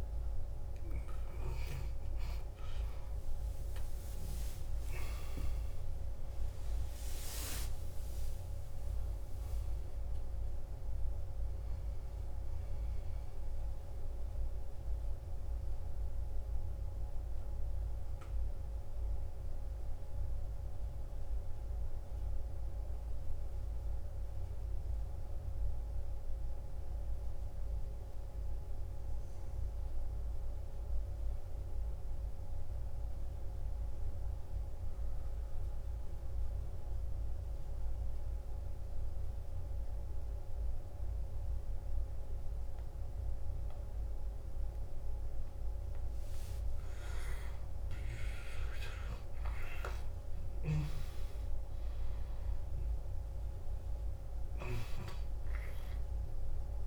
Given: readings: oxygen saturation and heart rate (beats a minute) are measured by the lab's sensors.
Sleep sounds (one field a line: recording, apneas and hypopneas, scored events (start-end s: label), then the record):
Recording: breathing in sleep by a room microphone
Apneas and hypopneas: 1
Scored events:
0.00-10.50 s: oxygen desaturation (device-marked, oxygen 92% lowest, heart rate 53 extreme)
12.50-27.50 s: oxygen desaturation (device-marked, oxygen 93% before, 90% lowest, heart rate 69 before, 53 extreme)
14.50-46.00 s: obstructive apnea (oxygen 96% before, 88% lowest, heart rate 70 before, 53 extreme, up 16 after)
39.50-56.87 s: oxygen desaturation (device-marked, oxygen 99% before, 88% lowest, heart rate 54 before, 52 extreme)
47.00-52.00 s: arousal
From the record:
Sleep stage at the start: N2 (light sleep)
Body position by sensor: on the back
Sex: male